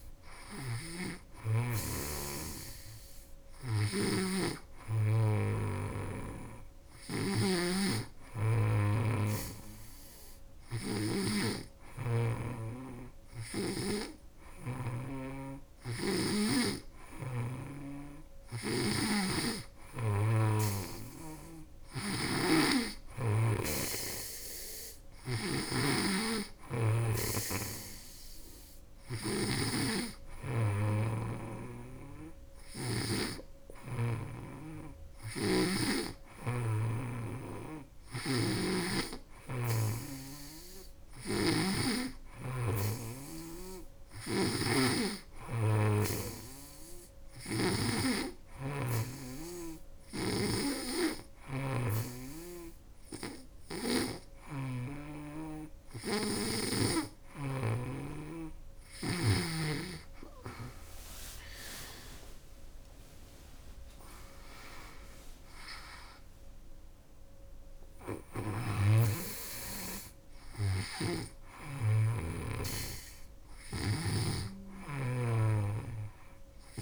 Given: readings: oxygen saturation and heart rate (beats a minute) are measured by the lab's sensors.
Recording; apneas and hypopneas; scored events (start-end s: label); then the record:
breathing in sleep by a room microphone; 1
0.00-11.00 s: snoring (device-marked)
18.00-32.50 s: snoring (device-marked)
34.50-47.50 s: snoring (device-marked)
47.00-57.00 s: obstructive apnea (oxygen 98% before, 95% lowest, heart rate 80 before, 78 extreme, up 13 after)
49.50-53.50 s: snoring (device-marked)
55.50-59.00 s: snoring (device-marked)
59.50-62.50 s: arousal
70.00-76.82 s: snoring (device-marked)
From the record:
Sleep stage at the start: N2 (light sleep); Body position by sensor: on the back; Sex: female